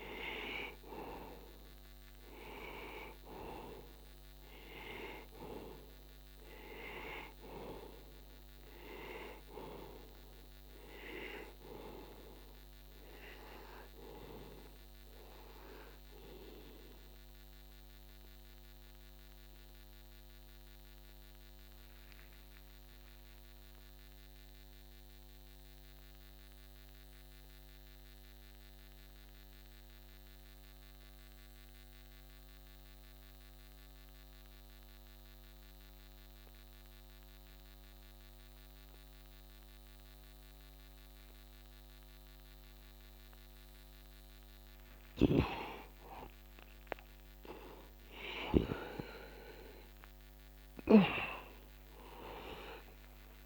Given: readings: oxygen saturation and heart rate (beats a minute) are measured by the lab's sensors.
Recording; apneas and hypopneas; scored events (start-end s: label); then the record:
breathing in sleep by a microphone on the trachea; 1
0.00-23.50 s: oxygen desaturation (device-marked, oxygen 89% lowest, heart rate 61 extreme)
16.00-45.00 s: obstructive apnea (oxygen 98% before, 82% lowest, heart rate 65 before, 61 extreme, up 0 after)
46.50-52.00 s: arousal
47.50-53.45 s: oxygen desaturation (device-marked, oxygen 95% before, 82% lowest, heart rate 61 before, 61 extreme)
From the record:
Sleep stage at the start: N2 (light sleep); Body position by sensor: on the back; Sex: male